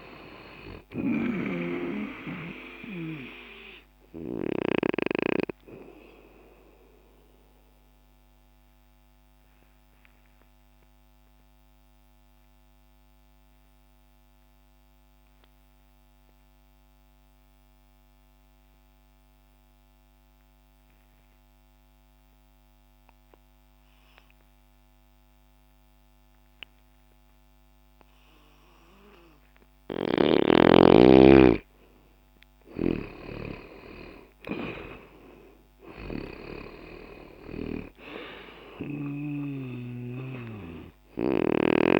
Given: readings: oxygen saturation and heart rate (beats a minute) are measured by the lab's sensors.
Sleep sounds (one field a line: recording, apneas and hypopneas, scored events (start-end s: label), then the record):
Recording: breathing in sleep by a microphone on the trachea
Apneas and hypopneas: 1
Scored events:
7.00-30.50 s: obstructive apnea (oxygen 97% before, 84% lowest, heart rate 61 before, 59 extreme, up 2 after)
16.00-27.00 s: oxygen desaturation (device-marked, oxygen 92% before, 84% lowest, heart rate 66 before, 59 extreme)
32.00-41.99 s: oxygen desaturation (device-marked, oxygen 97% before, 90% lowest, heart rate 64 before, 60 extreme)
32.50-39.00 s: snoring (device-marked)
33.00-38.50 s: arousal
From the record:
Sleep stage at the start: N2 (light sleep)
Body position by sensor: on the left side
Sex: male